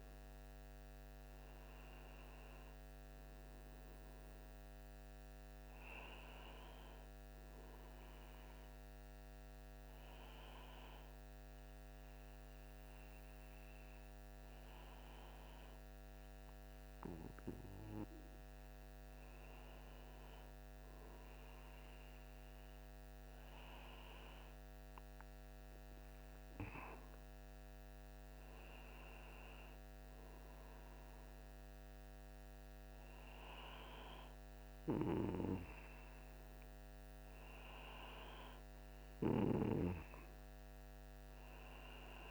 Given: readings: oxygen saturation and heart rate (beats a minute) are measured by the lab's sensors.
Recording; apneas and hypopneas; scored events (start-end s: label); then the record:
breathing in sleep by a microphone on the trachea; none
none scored
From the record:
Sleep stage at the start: N2 (light sleep); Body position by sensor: on the right side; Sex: male